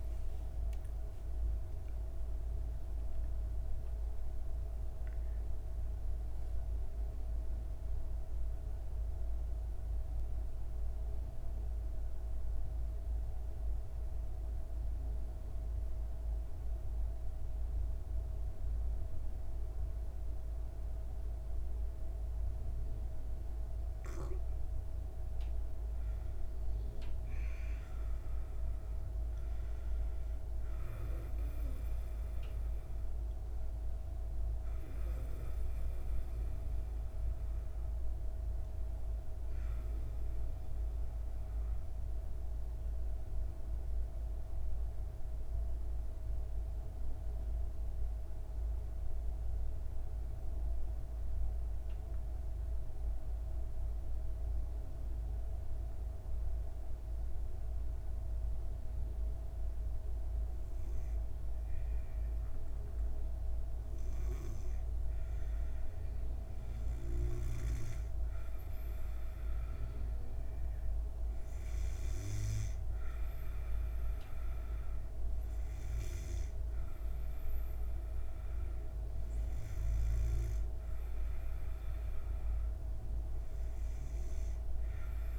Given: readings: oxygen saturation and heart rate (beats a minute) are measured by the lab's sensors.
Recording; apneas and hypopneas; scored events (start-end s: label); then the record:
a person partly awake in a sleep study, hard to hear, by a room microphone; 2
6.00-24.00 s: obstructive apnea (oxygen 98% before, 91% lowest, heart rate 153 before, 60 extreme, up 19 after)
9.50-85.39 s: new sleep stage, N2 (light sleep)
21.50-46.50 s: oxygen desaturation (device-marked, oxygen 99% before, 91% lowest, heart rate 141 before, 60 extreme)
26.00-29.50 s: arousal
43.00-65.50 s: obstructive apnea (oxygen 99% before, 91% lowest)
65.50-85.39 s: oxygen desaturation (device-marked, oxygen 97% before, 93% lowest)
67.00-70.50 s: arousal
From the record:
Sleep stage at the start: awake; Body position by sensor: on the back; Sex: female